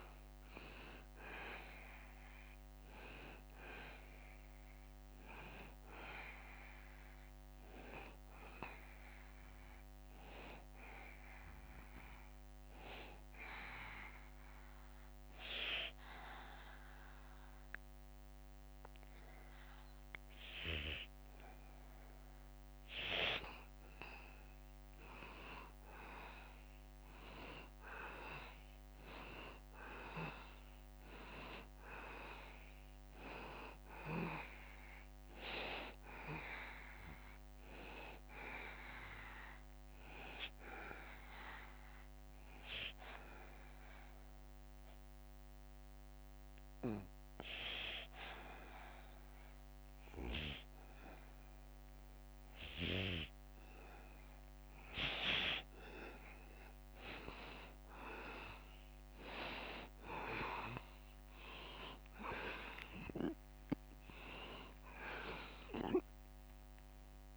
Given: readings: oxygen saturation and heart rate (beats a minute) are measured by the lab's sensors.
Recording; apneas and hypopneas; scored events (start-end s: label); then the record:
breathing in sleep by a microphone on the trachea; 2
4.00-23.50 s: obstructive apnea (oxygen 94% before, 89% lowest, heart rate 79 before, 72 extreme, up 1 after)
26.00-30.00 s: arousal
29.50-46.50 s: oxygen desaturation (device-marked, oxygen 94% before, 90% lowest, heart rate 74 before, 72 extreme)
38.00-57.50 s: obstructive apnea (oxygen 94% before, 89% lowest, heart rate 73 before, 72 extreme, up 3 after)
60.50-67.37 s: oxygen desaturation (device-marked, oxygen 94% before, 89% lowest, heart rate 73 before, 73 extreme)
65.50-67.37 s: arousal
From the record:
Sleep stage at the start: N2 (light sleep); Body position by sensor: on the back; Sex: male